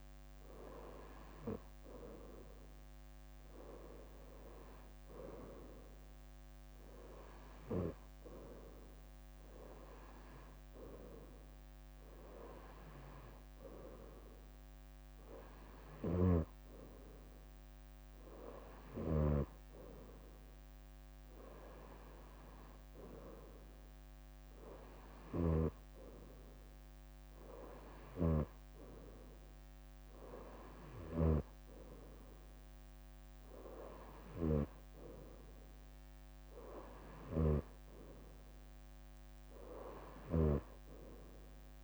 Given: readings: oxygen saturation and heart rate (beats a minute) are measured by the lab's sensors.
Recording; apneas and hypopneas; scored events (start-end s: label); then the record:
breathing in sleep by a microphone on the trachea; none
16.00-19.50 s: snoring (device-marked)
28.00-41.84 s: snoring (device-marked)
30.00-32.50 s: leg movement (device-marked)
39.50-41.50 s: leg movement (device-marked)
From the record:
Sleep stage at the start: N2 (light sleep); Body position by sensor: on the right side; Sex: female